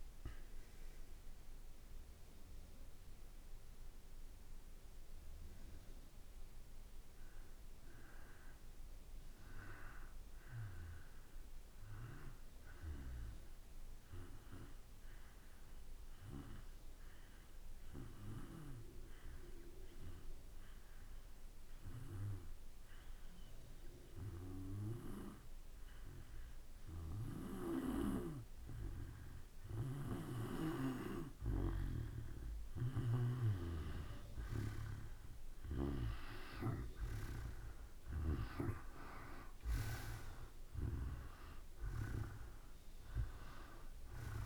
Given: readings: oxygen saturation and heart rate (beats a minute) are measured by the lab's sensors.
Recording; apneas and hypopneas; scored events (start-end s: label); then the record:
breathing in sleep by a room microphone; 1
16.00-30.00 s: hypopnea (oxygen 96% before, 88% lowest, heart rate 55 before, 55 extreme, up 3 after)
32.00-36.00 s: arousal
33.00-38.50 s: snoring (device-marked)
35.00-44.46 s: oxygen desaturation (device-marked, oxygen 96% before, 88% lowest, heart rate 55 before, 53 extreme)
From the record:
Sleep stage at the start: N2 (light sleep); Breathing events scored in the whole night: 191 in 4.5 hours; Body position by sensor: on the back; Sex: male